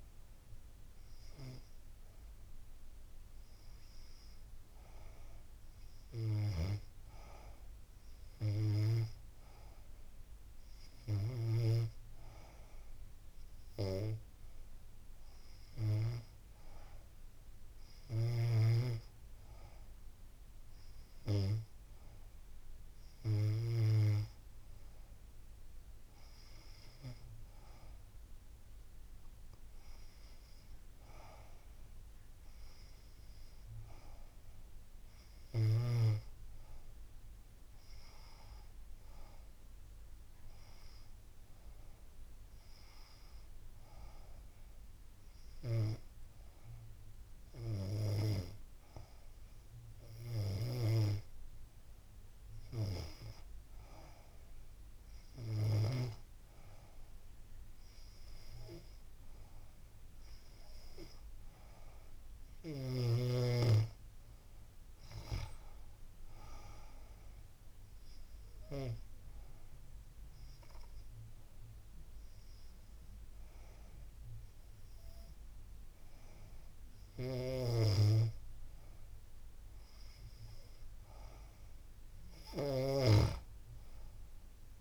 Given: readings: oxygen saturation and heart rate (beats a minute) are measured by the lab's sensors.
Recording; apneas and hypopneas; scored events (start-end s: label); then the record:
breathing in sleep by a room microphone; 1
67.00-77.50 s: hypopnea (oxygen 96% before, 92% lowest, heart rate 90 before, 87 extreme, up 2 after)
From the record:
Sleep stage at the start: N2 (light sleep); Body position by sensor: on the back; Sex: female